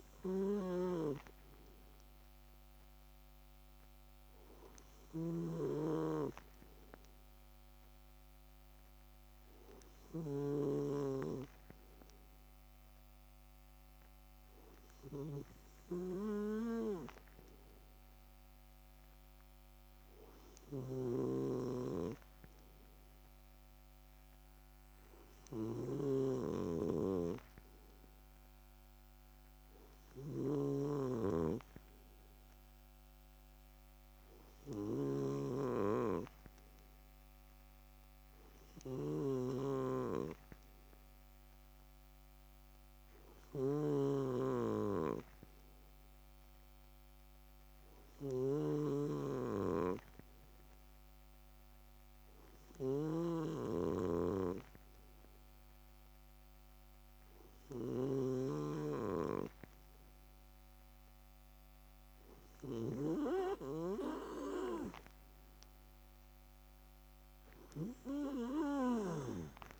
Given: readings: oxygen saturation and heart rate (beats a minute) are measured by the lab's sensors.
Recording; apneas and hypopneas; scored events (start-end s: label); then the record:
breathing in sleep by a microphone on the trachea; 1
0.50-10.50 s: snoring (device-marked)
20.50-63.00 s: snoring (device-marked)
39.50-63.50 s: hypopnea (oxygen 99% before, 95% lowest)
From the record:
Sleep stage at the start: N2 (light sleep); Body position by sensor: on the left side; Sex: male